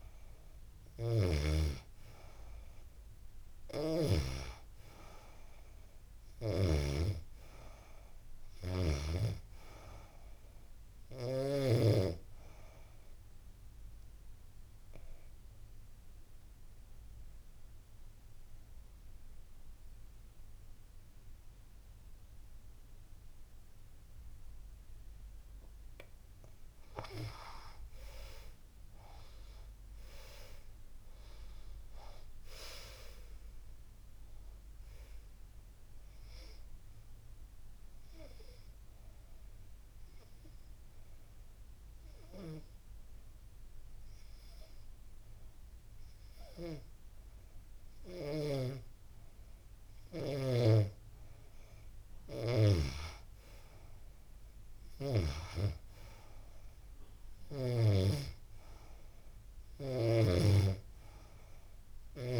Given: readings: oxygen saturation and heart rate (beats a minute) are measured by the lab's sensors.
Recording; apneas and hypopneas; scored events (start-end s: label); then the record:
breathing in sleep by a room microphone; 2
11.50-24.50 s: obstructive apnea (oxygen 95% before, 87% lowest, heart rate 86 before, 73 extreme, up 16 after)
27.00-30.00 s: arousal
29.50-48.50 s: oxygen desaturation (device-marked, oxygen 95% before, 87% lowest, heart rate 80 before, 84 extreme)
36.50-49.00 s: hypopnea (oxygen 95% before, 87% lowest, heart rate 81 before, 84 extreme, up 2 after)
51.00-55.00 s: arousal
From the record:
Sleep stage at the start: N2 (light sleep); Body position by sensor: on the back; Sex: female